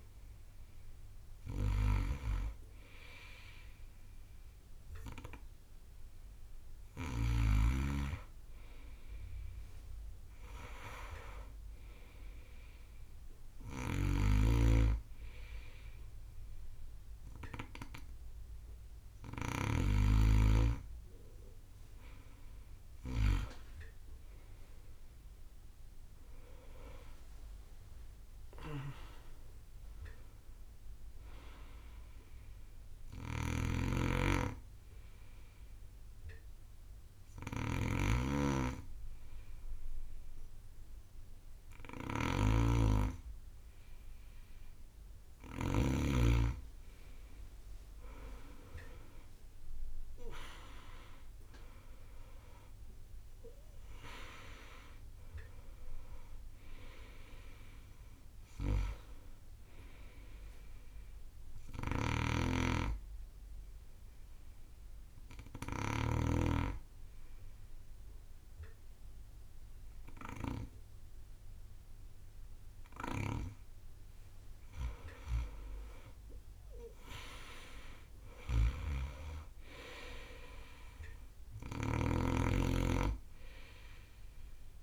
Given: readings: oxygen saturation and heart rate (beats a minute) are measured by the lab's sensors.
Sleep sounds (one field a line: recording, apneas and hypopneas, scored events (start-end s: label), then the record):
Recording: breathing in sleep by a room microphone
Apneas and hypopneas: 2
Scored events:
0.00-15.50 s: bradycardia (device-marked)
25.00-29.50 s: arousal
33.50-46.50 s: snoring (device-marked)
34.00-46.50 s: hypopnea (oxygen 99% before, 95% lowest)
49.00-54.50 s: arousal
62.00-66.50 s: snoring (device-marked)
62.00-74.50 s: hypopnea (oxygen 97% before, 93% lowest)
76.00-81.00 s: arousal
82.00-84.83 s: snoring (device-marked)
From the record:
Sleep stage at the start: N2 (light sleep)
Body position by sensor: on the right side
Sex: male